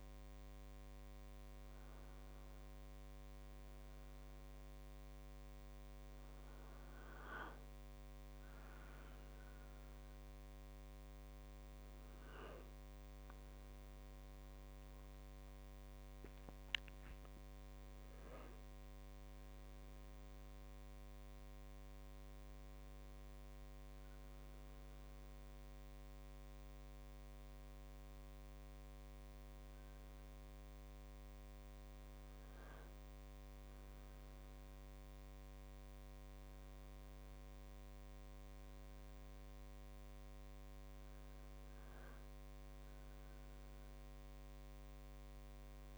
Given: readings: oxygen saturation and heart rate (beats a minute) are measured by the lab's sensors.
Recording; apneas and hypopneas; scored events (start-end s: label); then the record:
a person awake in a sleep study, hard to hear, by a microphone on the trachea; none
13.00-45.98 s: new sleep stage, awake
16.00-32.00 s: drop in pulse transit time (device-marked, heart rate 51 before, 52 extreme)
From the record:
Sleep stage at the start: N1 (lightest sleep); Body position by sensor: on the right side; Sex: male